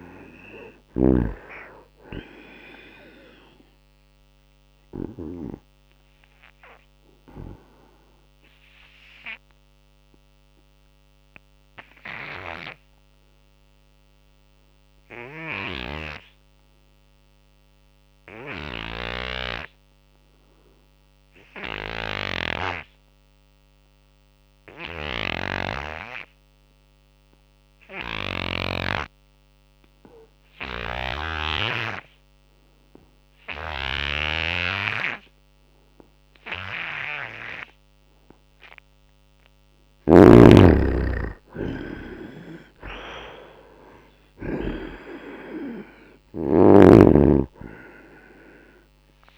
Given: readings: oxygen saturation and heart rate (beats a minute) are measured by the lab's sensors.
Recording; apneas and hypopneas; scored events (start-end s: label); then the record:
breathing in sleep by a microphone on the trachea; 1
0.00-19.50 s: oxygen desaturation (device-marked, oxygen 75% lowest, heart rate 71 extreme)
5.00-38.50 s: obstructive apnea (oxygen 96% before, 75% lowest, heart rate 79 before, 71 extreme, up 10 after)
30.50-44.50 s: snoring (device-marked)
33.50-49.38 s: oxygen desaturation (device-marked, oxygen 96% before, 75% lowest, heart rate 82 before, 61 extreme)
40.00-43.00 s: arousal
From the record:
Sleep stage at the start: N2 (light sleep); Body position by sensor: on the right side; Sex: male